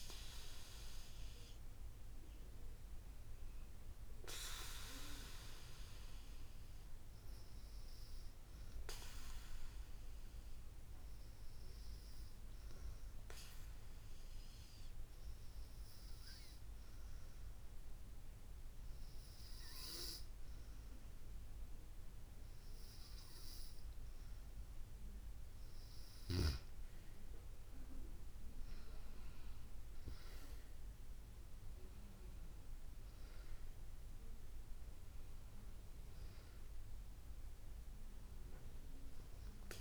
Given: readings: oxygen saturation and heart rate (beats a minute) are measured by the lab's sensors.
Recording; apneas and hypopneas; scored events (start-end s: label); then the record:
breathing in sleep by a room microphone; 1
2.50-23.50 s: obstructive apnea (oxygen 96% before, 92% lowest, heart rate 69 before, 66 extreme, up 5 after)
25.00-28.00 s: arousal
From the record:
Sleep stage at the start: N2 (light sleep); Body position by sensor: on the back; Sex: female